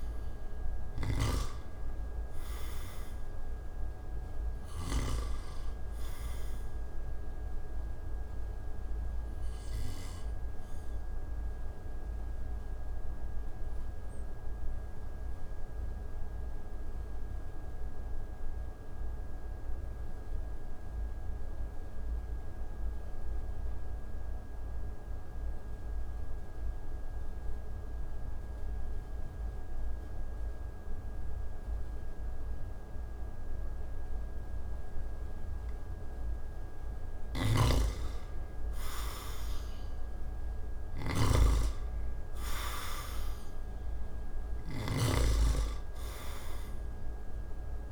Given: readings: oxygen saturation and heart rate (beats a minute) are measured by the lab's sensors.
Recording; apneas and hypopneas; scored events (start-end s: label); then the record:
breathing in sleep by a room microphone; 1
0.00-4.50 s: snoring (device-marked)
0.50-26.50 s: oxygen desaturation (device-marked, oxygen 97% before, 83% lowest)
7.50-36.50 s: obstructive apnea (oxygen 97% before, 82% lowest)
36.50-47.92 s: snoring (device-marked)
39.00-43.50 s: arousal
40.50-47.92 s: oxygen desaturation (device-marked, oxygen 98% before, 82% lowest)
From the record:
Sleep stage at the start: N2 (light sleep); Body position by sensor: on the back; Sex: male